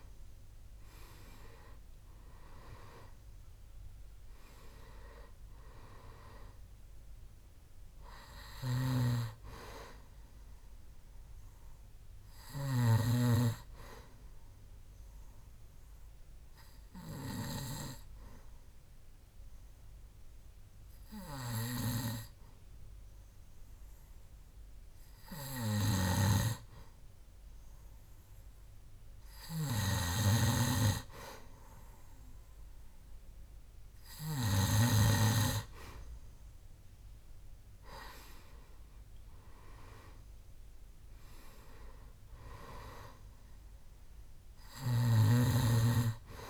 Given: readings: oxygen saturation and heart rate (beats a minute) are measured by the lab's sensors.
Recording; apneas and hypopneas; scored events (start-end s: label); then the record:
breathing in sleep by a room microphone; 1
8.50-13.00 s: snoring (device-marked)
15.00-27.00 s: obstructive apnea (oxygen 94% before, 92% lowest, heart rate 73 before, 67 extreme, up 2 after)
26.00-35.00 s: snoring (device-marked)
30.00-33.00 s: arousal
35.50-46.50 s: oxygen desaturation (device-marked, oxygen 98% before, 94% lowest, heart rate 68 before, 61 extreme)
45.00-46.50 s: snoring (device-marked)
From the record:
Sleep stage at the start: N2 (light sleep); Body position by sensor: on the back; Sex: male